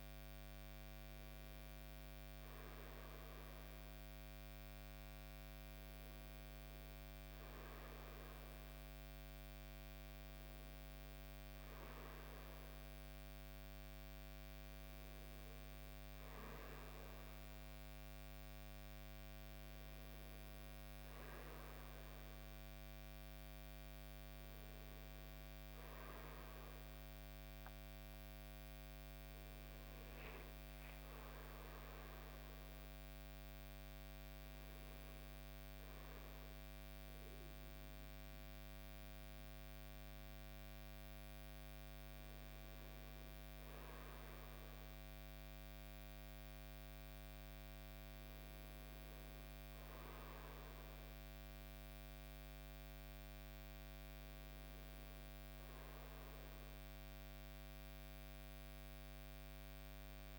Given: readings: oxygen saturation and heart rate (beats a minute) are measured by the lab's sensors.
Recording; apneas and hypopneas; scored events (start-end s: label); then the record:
breathing in sleep, hard to hear, by a microphone on the trachea; none
none scored
From the record:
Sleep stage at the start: REM sleep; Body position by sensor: on the front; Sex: male